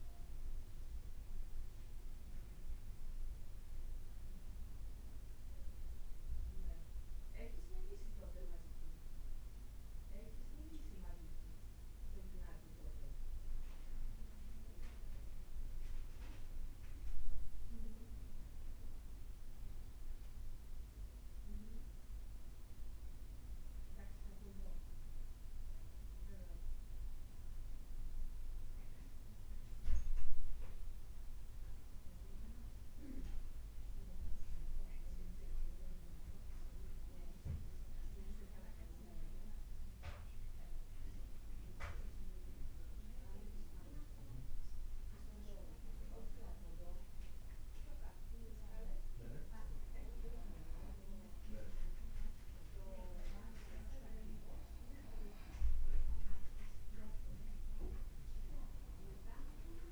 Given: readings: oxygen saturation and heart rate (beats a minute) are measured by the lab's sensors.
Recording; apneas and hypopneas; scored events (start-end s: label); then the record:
breathing in sleep by a room microphone; none
0.00-1.50 s: leg movement (device-marked)
6.00-11.00 s: leg movement (device-marked)
16.50-21.00 s: leg movement (device-marked)
50.50-55.50 s: leg movement (device-marked)
From the record:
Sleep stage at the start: N1 (lightest sleep); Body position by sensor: on the back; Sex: male